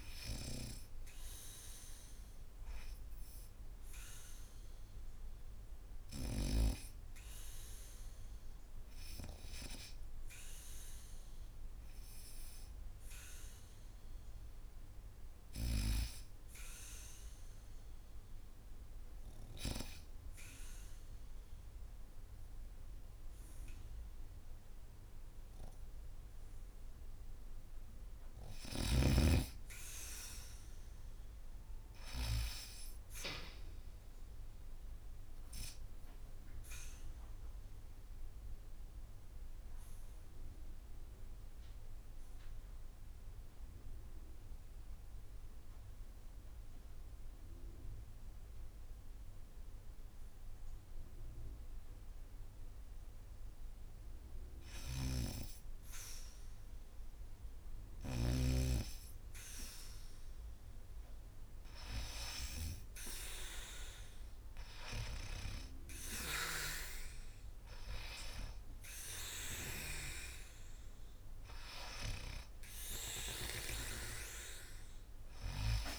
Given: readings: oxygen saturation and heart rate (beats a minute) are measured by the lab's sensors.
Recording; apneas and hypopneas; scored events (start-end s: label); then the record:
breathing in sleep by a room microphone; 2
0.50-14.00 s: hypopnea (oxygen 96% before, 77% lowest, heart rate 78 before, 72 extreme, up 0 after)
2.00-9.00 s: oxygen desaturation (device-marked, oxygen 95% before, 90% lowest, heart rate 78 before, 74 extreme)
17.00-20.00 s: arousal
34.50-53.00 s: obstructive apnea (oxygen 99% before, 75% lowest, heart rate 77 before, 64 extreme)
53.50-57.50 s: arousal
63.00-75.99 s: oxygen desaturation (device-marked, oxygen 95% before, 75% lowest, heart rate 68 before, 73 extreme)
From the record:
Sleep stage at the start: N2 (light sleep); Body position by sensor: on the back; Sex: female